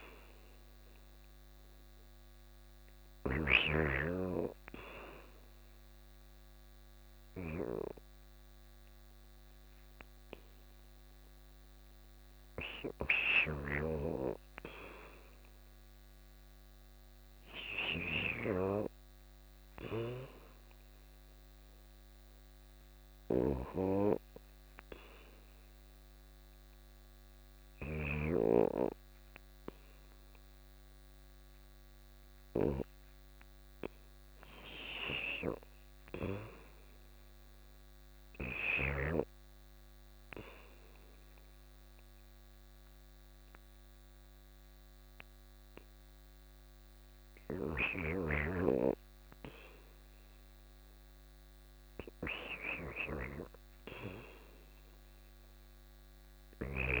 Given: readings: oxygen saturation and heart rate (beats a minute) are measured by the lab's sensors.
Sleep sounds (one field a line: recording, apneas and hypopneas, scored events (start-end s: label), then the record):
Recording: breathing in sleep by a microphone on the trachea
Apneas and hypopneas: 3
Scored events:
0.00-3.00 s: snoring (device-marked)
0.00-8.50 s: oxygen desaturation (device-marked, oxygen 83% lowest, heart rate 29 extreme)
4.00-14.00 s: mixed apnea (oxygen 98% before, 77% lowest, heart rate 141 before, 74 extreme)
16.00-19.00 s: arousal
20.50-30.50 s: oxygen desaturation (device-marked, oxygen 88% before, 82% lowest, heart rate 78 before, 44 extreme)
22.00-33.00 s: obstructive apnea (oxygen 88% before, 75% lowest, heart rate 78 before, 44 extreme, up 50 after)
22.00-38.00 s: snoring (device-marked)
34.00-37.00 s: arousal
38.50-46.50 s: oxygen desaturation (device-marked, oxygen 88% before, 79% lowest, heart rate 137 before, 34 extreme)
39.50-51.00 s: hypopnea (oxygen 88% before, 75% lowest, heart rate 138 before, 34 extreme)
52.50-57.00 s: oxygen desaturation (device-marked, oxygen 85% before, 77% lowest, heart rate 128 before, 34 extreme)
53.00-57.00 s: arousal
From the record:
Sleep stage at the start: REM sleep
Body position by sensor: on the back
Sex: female